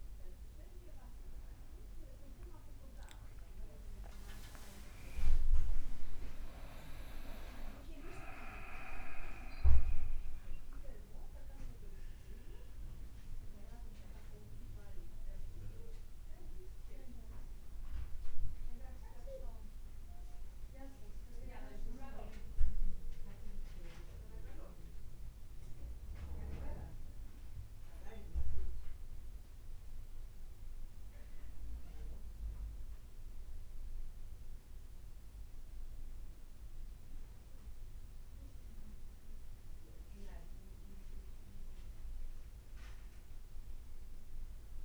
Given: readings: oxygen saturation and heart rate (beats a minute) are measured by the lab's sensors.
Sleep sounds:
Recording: breathing in sleep by a room microphone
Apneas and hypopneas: none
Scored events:
3.00-9.00 s: leg movement (device-marked)
42.50-44.85 s: leg movement (device-marked)
From the record:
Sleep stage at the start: N1 (lightest sleep)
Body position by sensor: on the back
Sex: male

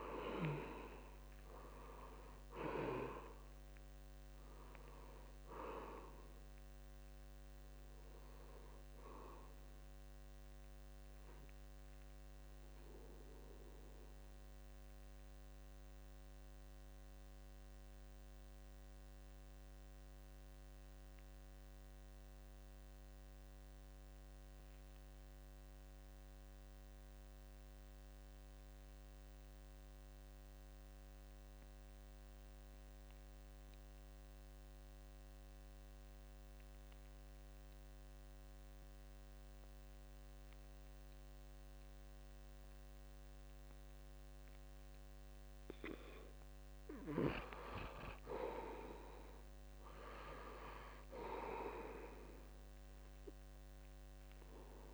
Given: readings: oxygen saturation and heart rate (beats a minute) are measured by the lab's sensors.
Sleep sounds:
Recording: breathing in sleep by a microphone on the trachea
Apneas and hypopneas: 1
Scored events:
0.00-22.00 s: oxygen desaturation (device-marked, oxygen 78% lowest, heart rate 65 extreme)
13.00-45.50 s: obstructive apnea (oxygen 94% before, 77% lowest, heart rate 74 before, 66 extreme, up 4 after)
37.00-54.94 s: oxygen desaturation (device-marked, oxygen 96% before, 80% lowest, heart rate 70 before, 66 extreme)
48.50-51.50 s: arousal
From the record:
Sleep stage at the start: N2 (light sleep)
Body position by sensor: on the back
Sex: male

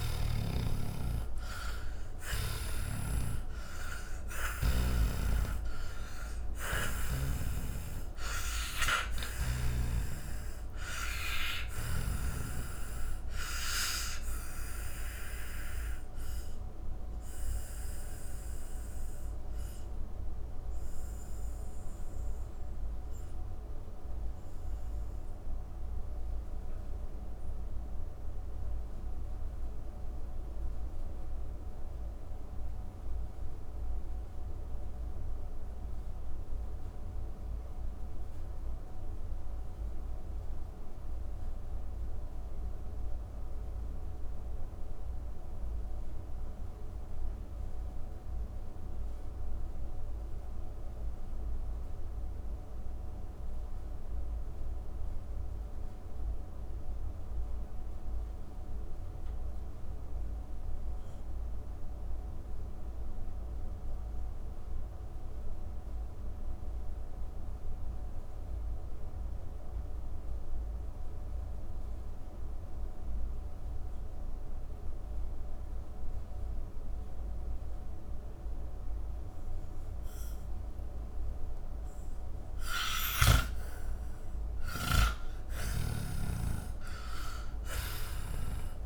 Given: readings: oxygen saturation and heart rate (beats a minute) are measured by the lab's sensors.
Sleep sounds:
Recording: breathing in sleep by a room microphone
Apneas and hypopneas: 1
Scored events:
0.00-1.50 s: arousal
0.00-49.50 s: oxygen desaturation (device-marked, oxygen 77% lowest, heart rate 100 extreme)
15.00-82.00 s: mixed apnea (oxygen 97% before, 77% lowest, heart rate 151 before, 50 extreme, up 24 after)
75.50-88.86 s: oxygen desaturation (device-marked, oxygen 98% before, 77% lowest, heart rate 149 before, 50 extreme)
83.00-88.50 s: arousal
87.50-88.86 s: snoring (device-marked)
From the record:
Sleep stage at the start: N2 (light sleep)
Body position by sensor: on the back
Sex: male

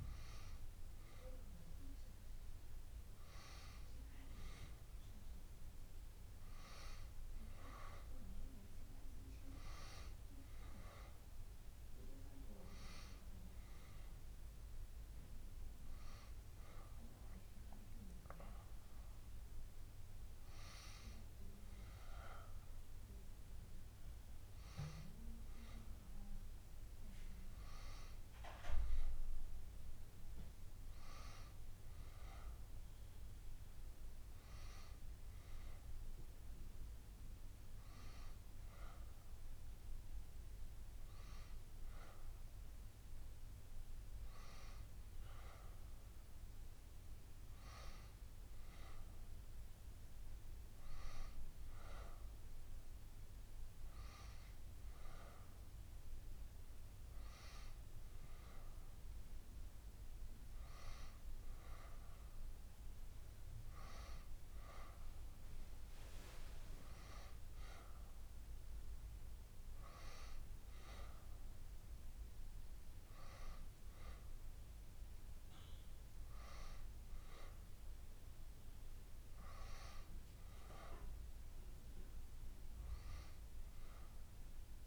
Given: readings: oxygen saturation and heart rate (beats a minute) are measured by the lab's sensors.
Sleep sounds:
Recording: breathing in sleep by a room microphone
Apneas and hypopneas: none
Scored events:
none scored
From the record:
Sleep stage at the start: N2 (light sleep)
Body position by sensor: on the back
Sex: female

